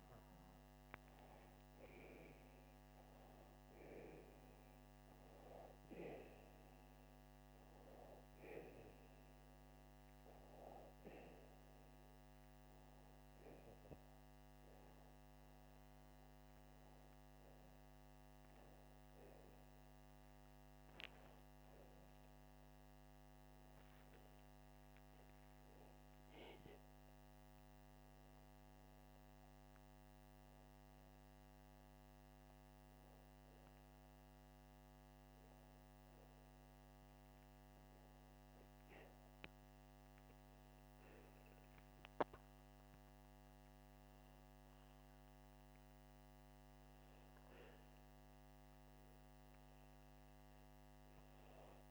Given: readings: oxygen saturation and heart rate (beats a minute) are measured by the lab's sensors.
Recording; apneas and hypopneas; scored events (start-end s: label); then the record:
breathing in sleep by a microphone on the trachea; 1
0.00-2.00 s: arousal
2.00-23.00 s: oxygen desaturation (device-marked, oxygen 97% before, 91% lowest, heart rate 81 before, 82 extreme)
22.00-25.50 s: arousal
28.00-39.00 s: hypopnea (oxygen 97% before, 95% lowest, heart rate 84 before, 81 extreme, up 0 after)
40.00-43.00 s: arousal
From the record:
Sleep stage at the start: N2 (light sleep); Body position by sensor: upright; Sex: male